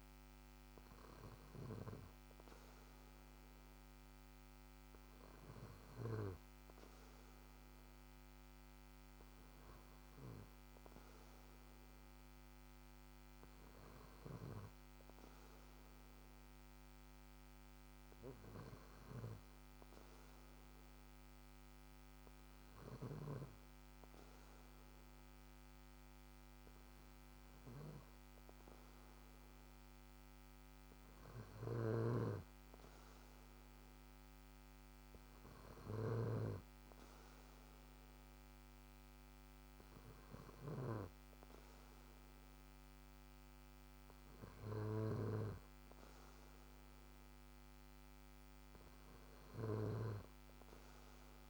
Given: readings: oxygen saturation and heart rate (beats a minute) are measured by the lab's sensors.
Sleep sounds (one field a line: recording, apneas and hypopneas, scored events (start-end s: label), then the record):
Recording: breathing in sleep by a microphone on the trachea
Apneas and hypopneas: none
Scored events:
31.50-41.00 s: snoring (device-marked)
49.50-51.50 s: snoring (device-marked)
From the record:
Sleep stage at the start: N2 (light sleep)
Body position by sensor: on the back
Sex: male